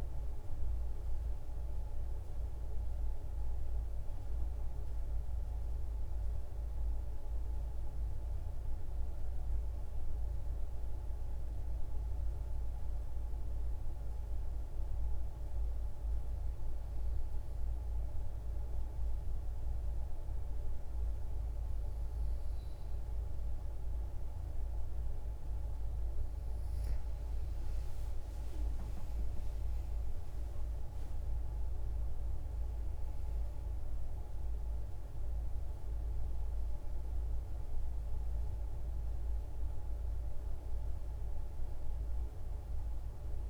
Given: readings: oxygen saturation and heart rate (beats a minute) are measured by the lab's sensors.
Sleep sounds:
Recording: breathing in sleep, hard to hear, by a room microphone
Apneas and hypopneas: 1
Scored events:
0.00-7.50 s: oxygen desaturation (device-marked, oxygen 90% lowest, heart rate 54 extreme)
7.50-26.00 s: hypopnea (oxygen 97% before, 91% lowest, heart rate 60 before, 67 extreme, up 44 after)
21.50-43.50 s: oxygen desaturation (device-marked, oxygen 97% before, 91% lowest, heart rate 70 before, 67 extreme)
28.00-31.00 s: arousal
From the record:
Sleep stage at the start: N2 (light sleep)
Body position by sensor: on the back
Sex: female

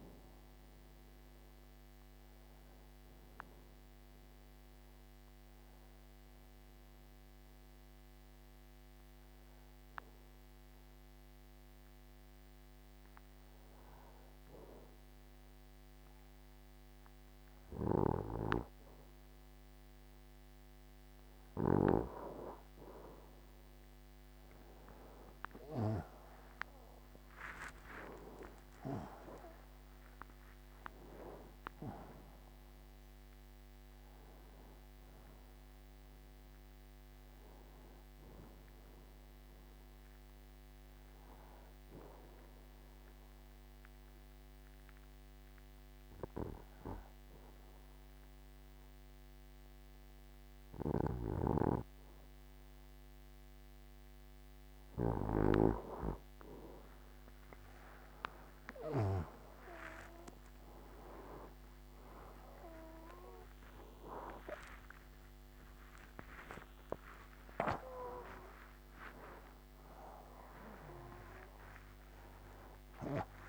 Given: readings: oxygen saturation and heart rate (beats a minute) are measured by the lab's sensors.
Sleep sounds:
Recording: breathing in sleep by a microphone on the trachea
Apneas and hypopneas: 2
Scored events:
0.00-20.00 s: oxygen desaturation (device-marked, oxygen 87% lowest, heart rate 66 extreme)
2.00-21.50 s: obstructive apnea (oxygen 94% before, 87% lowest, heart rate 78 before, 64 extreme, up 21 after)
26.00-32.00 s: arousal
35.00-52.00 s: oxygen desaturation (device-marked, oxygen 95% before, 91% lowest, heart rate 78 before, 64 extreme)
39.50-55.00 s: obstructive apnea (oxygen 95% before, 91% lowest, heart rate 79 before, 64 extreme, up 21 after)
56.00-73.48 s: new sleep stage, awake
From the record:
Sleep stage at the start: N2 (light sleep)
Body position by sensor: on the right side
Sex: male

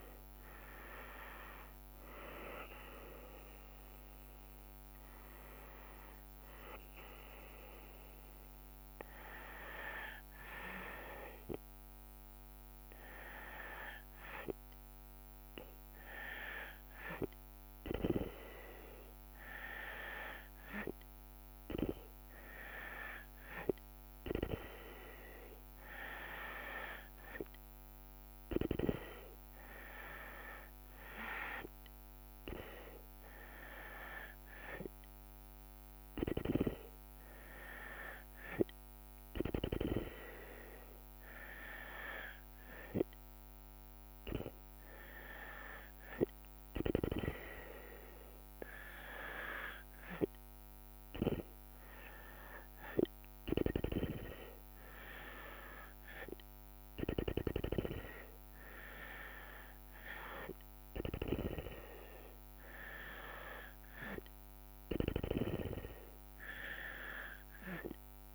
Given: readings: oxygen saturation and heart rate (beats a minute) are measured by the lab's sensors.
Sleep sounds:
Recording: breathing in sleep by a microphone on the trachea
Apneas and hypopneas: none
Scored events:
0.50-4.50 s: arousal
From the record:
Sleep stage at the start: N2 (light sleep)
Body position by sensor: on the back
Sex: female

